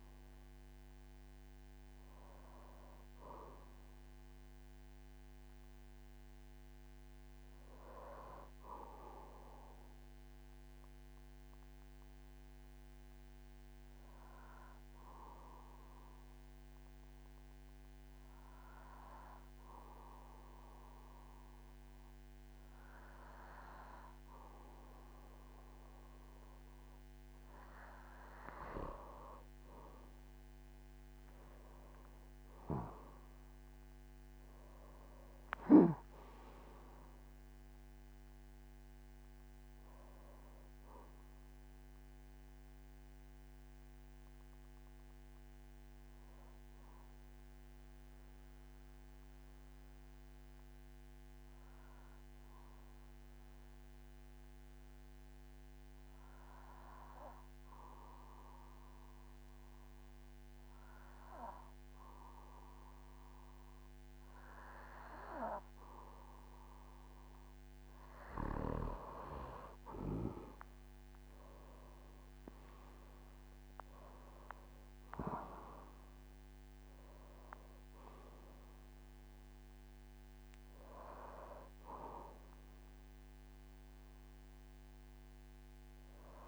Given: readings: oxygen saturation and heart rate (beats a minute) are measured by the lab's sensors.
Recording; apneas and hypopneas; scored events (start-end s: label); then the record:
breathing in sleep by a microphone on the trachea; 2
0.00-19.50 s: oxygen desaturation (device-marked, oxygen 93% lowest, heart rate 47 extreme)
10.50-26.50 s: obstructive apnea (oxygen 98% before, 92% lowest, heart rate 59 before, 45 extreme, up 58 after)
29.50-34.50 s: arousal
30.50-34.50 s: tachycardia (device-marked, heart rate 58 before, 106 extreme)
31.50-33.50 s: long interval between heartbeats (device-marked, heart rate 49 before, 92 extreme)
34.00-36.00 s: long interval between heartbeats (device-marked, heart rate 54 before, 106 extreme)
35.50-47.50 s: oxygen desaturation (device-marked, oxygen 98% before, 94% lowest, heart rate 60 before, 45 extreme)
42.00-65.00 s: obstructive apnea (oxygen 98% before, 92% lowest, heart rate 72 before, 45 extreme, up 20 after)
69.50-74.50 s: arousal
70.50-86.48 s: oxygen desaturation (device-marked, oxygen 98% before, 92% lowest, heart rate 49 before, 47 extreme)
71.50-77.50 s: tachycardia (device-marked, heart rate 57 before, 121 extreme)
75.00-77.00 s: long interval between heartbeats (device-marked, heart rate 53 before, 108 extreme)
From the record:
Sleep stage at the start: N2 (light sleep); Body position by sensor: on the back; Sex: male